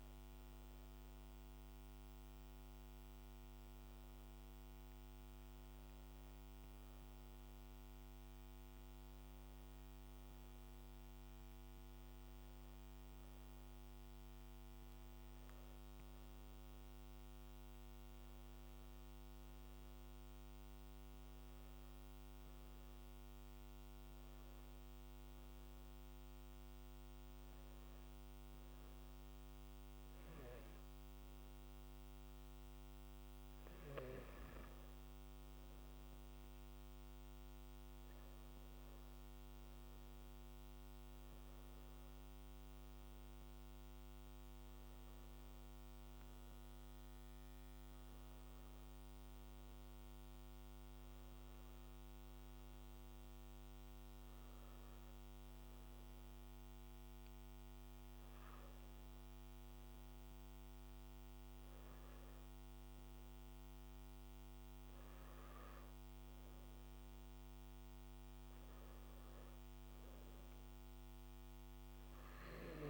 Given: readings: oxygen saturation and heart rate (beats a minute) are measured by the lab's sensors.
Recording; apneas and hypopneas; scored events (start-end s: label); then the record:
breathing in sleep, hard to hear, by a microphone on the trachea; none
0.00-15.50 s: oxygen desaturation (device-marked, oxygen 92% lowest, heart rate 59 extreme)
From the record:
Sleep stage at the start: N2 (light sleep); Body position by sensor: on the back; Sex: male